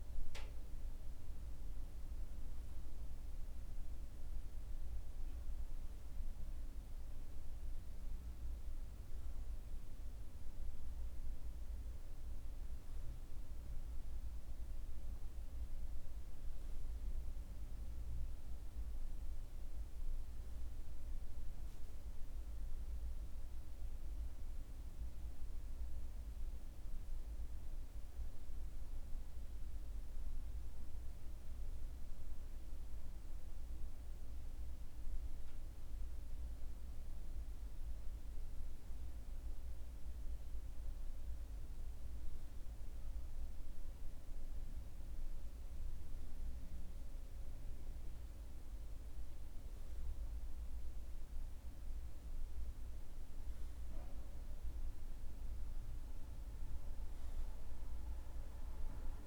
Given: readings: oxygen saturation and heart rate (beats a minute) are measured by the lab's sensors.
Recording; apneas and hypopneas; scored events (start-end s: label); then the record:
breathing in sleep, hard to hear, by a room microphone; none
none scored
From the record:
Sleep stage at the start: N2 (light sleep); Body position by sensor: on the right side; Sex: male